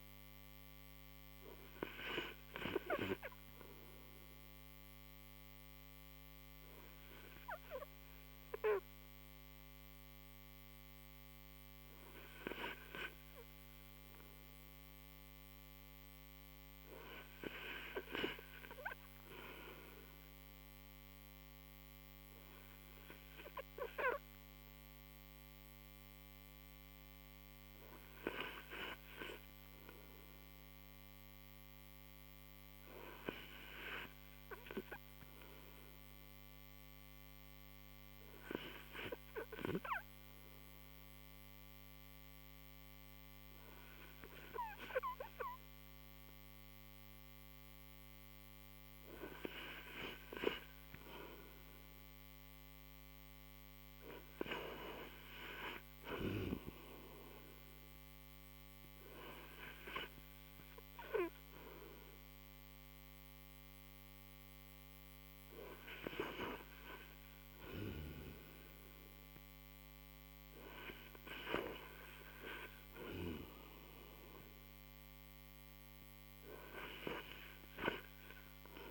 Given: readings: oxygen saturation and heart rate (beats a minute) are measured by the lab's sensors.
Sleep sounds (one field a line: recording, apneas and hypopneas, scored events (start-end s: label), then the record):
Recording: breathing in sleep by a microphone on the trachea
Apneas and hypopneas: 1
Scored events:
0.00-8.00 s: oxygen desaturation (device-marked, oxygen 90% lowest, heart rate 48 extreme)
28.00-40.00 s: oxygen desaturation (device-marked, oxygen 92% before, 87% lowest, heart rate 78 before, 60 extreme)
37.00-49.00 s: hypopnea (oxygen 92% before, 83% lowest, heart rate 72 before, 62 extreme, up 26 after)
45.00-58.00 s: oxygen desaturation (device-marked, oxygen 89% before, 84% lowest, heart rate 67 before, 67 extreme)
50.50-54.50 s: arousal
60.00-72.00 s: oxygen desaturation (device-marked, oxygen 89% before, 83% lowest, heart rate 76 before, 68 extreme)
From the record:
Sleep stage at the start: REM sleep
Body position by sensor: on the right side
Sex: male